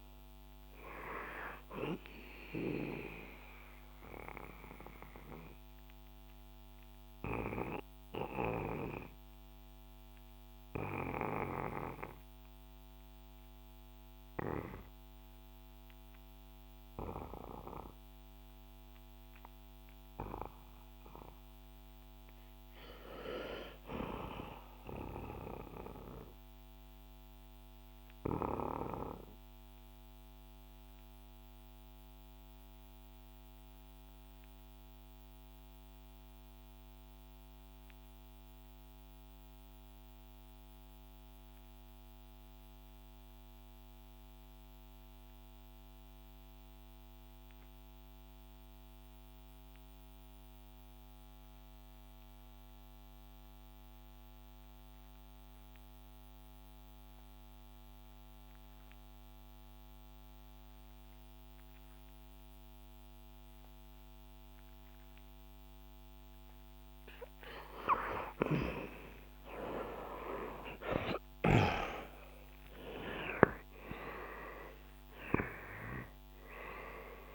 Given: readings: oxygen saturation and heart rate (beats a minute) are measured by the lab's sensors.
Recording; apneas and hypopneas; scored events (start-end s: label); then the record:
breathing in sleep by a microphone on the trachea; 2
0.00-23.00 s: oxygen desaturation (device-marked, oxygen 83% lowest, heart rate 56 extreme)
3.00-21.00 s: mixed apnea (oxygen 99% before, 83% lowest, heart rate 71 before, 56 extreme, up 0 after)
23.00-26.00 s: arousal
29.50-66.00 s: obstructive apnea (oxygen 100% before, 77% lowest, heart rate 72 before, 55 extreme, up 19 after)
32.00-45.00 s: oxygen desaturation (device-marked, oxygen 100% before, 92% lowest, heart rate 72 before, 55 extreme)
66.00-77.35 s: oxygen desaturation (device-marked, oxygen 95% before, 77% lowest, heart rate 58 before, 65 extreme)
68.00-72.50 s: arousal
From the record:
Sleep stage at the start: REM sleep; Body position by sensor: on the back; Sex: male